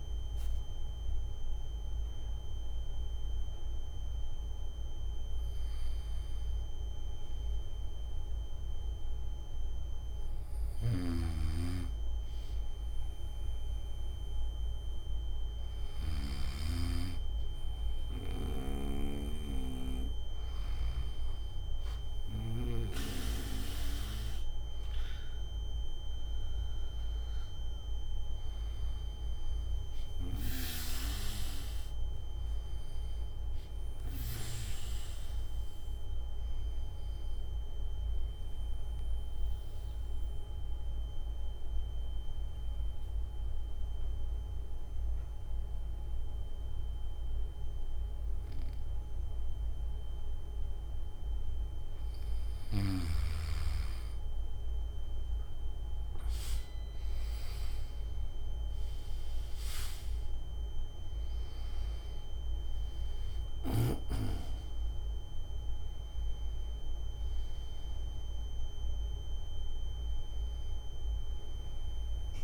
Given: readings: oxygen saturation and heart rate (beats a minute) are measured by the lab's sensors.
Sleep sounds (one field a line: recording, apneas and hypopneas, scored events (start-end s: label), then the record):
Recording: breathing in sleep by a room microphone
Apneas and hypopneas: 1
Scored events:
0.00-12.50 s: oxygen desaturation (device-marked, oxygen 92% lowest, heart rate 60 extreme)
10.50-16.00 s: snoring (device-marked)
18.00-22.50 s: snoring (device-marked)
38.50-53.50 s: obstructive apnea (oxygen 98% before, 90% lowest, heart rate 63 before, 59 extreme, up 9 after)
58.50-72.43 s: oxygen desaturation (device-marked, oxygen 97% before, 90% lowest, heart rate 63 before, 61 extreme)
From the record:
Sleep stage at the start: N2 (light sleep)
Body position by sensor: on the back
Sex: male